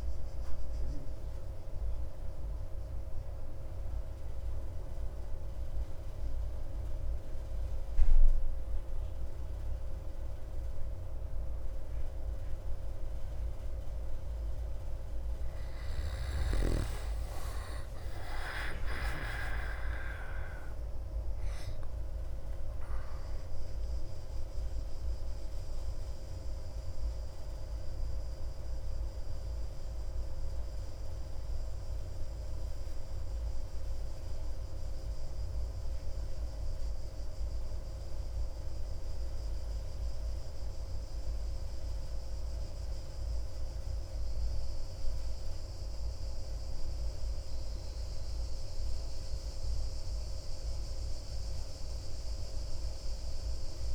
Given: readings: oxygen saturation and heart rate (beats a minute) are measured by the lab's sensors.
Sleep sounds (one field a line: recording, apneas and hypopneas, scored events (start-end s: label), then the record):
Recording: breathing in sleep by a room microphone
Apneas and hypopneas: none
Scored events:
none scored
From the record:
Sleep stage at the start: N2 (light sleep)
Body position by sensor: on the back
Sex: male